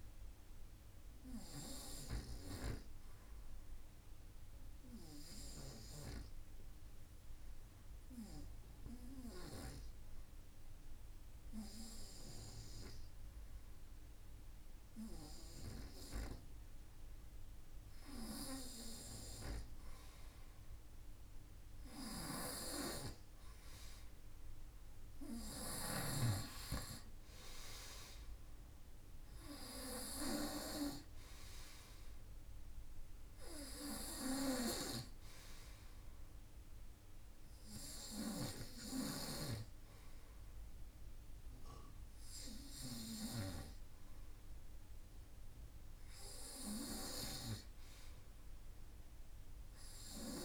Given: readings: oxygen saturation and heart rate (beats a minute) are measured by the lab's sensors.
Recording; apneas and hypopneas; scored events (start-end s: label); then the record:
breathing in sleep by a room microphone; 1
0.00-4.00 s: oxygen desaturation (device-marked, oxygen 91% lowest, heart rate 50 extreme)
5.00-17.00 s: hypopnea (oxygen 95% before, 91% lowest, heart rate 52 before, 50 extreme, up 5 after)
19.50-23.50 s: arousal
From the record:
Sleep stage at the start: N2 (light sleep); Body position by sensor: on the front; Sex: male